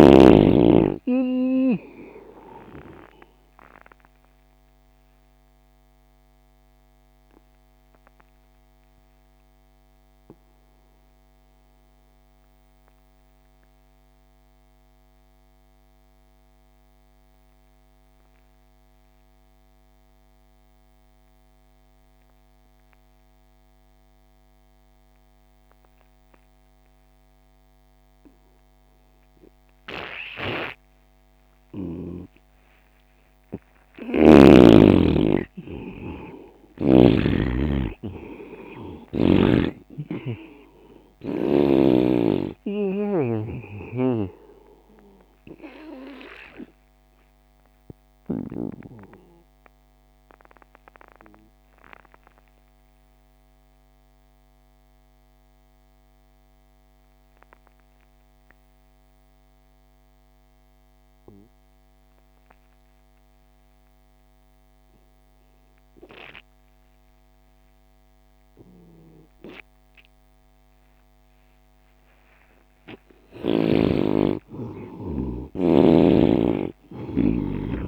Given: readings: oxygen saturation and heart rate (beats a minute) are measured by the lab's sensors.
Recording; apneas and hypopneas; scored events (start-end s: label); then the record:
breathing in sleep by a microphone on the trachea; 2
0.00-17.50 s: oxygen desaturation (device-marked, oxygen 84% lowest)
5.00-32.00 s: obstructive apnea (oxygen 99% before, 82% lowest)
34.00-37.50 s: arousal
34.50-55.50 s: oxygen desaturation (device-marked, oxygen 97% before, 82% lowest)
46.50-72.00 s: obstructive apnea (oxygen 98% before, 82% lowest)
68.50-77.87 s: oxygen desaturation (device-marked, oxygen 99% before, 84% lowest)
74.00-77.87 s: arousal
From the record:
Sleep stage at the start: N2 (light sleep); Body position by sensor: on the right side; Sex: male